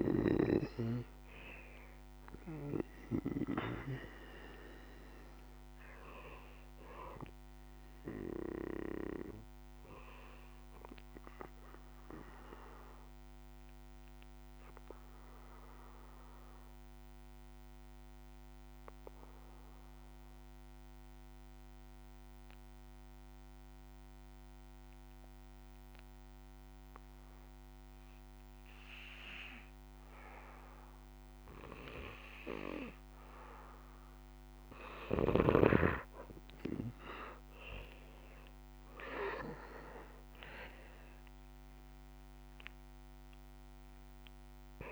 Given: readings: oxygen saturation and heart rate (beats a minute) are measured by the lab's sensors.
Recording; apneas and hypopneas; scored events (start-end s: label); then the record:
breathing in sleep by a microphone on the trachea; 1
0.00-20.00 s: oxygen desaturation (device-marked, oxygen 92% lowest, heart rate 60 extreme)
12.50-34.50 s: obstructive apnea (oxygen 98% before, 89% lowest, heart rate 68 before, 60 extreme, up 11 after)
34.00-44.92 s: oxygen desaturation (device-marked, oxygen 97% before, 89% lowest, heart rate 63 before, 58 extreme)
37.50-40.50 s: arousal
From the record:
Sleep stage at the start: N2 (light sleep); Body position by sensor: on the back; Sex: male